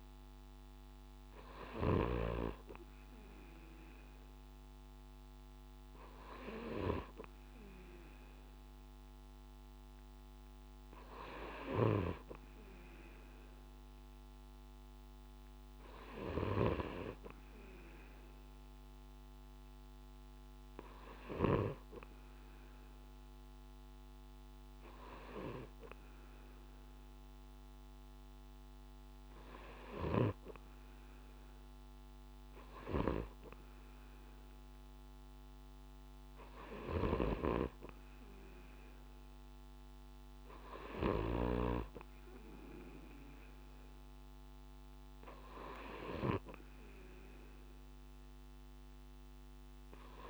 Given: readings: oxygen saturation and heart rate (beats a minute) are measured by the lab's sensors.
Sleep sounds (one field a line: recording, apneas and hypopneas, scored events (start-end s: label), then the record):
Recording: breathing in sleep by a microphone on the trachea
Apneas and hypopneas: none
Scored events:
none scored
From the record:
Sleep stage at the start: N2 (light sleep)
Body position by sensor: on the right side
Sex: male